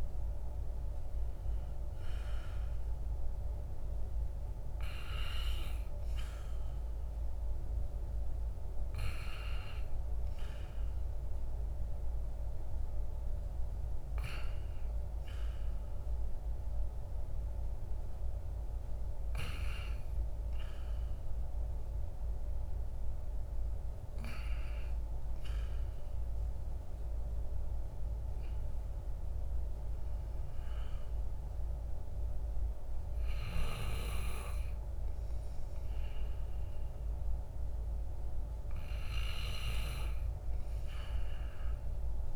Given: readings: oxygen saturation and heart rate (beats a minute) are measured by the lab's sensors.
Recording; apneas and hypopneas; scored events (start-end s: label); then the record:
breathing in sleep by a room microphone; none
none scored
From the record:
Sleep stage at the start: REM sleep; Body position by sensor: on the back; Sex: male